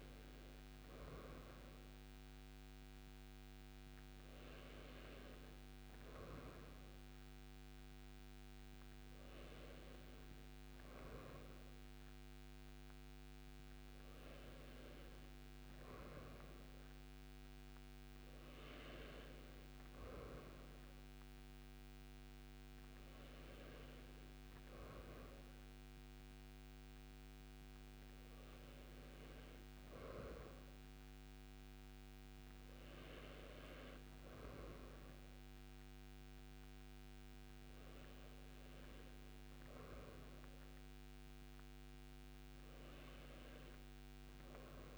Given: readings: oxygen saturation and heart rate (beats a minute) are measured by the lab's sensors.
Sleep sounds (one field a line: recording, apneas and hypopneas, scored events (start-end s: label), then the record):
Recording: breathing in sleep, hard to hear, by a microphone on the trachea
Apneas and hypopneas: none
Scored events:
none scored
From the record:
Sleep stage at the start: N2 (light sleep)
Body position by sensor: on the right side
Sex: male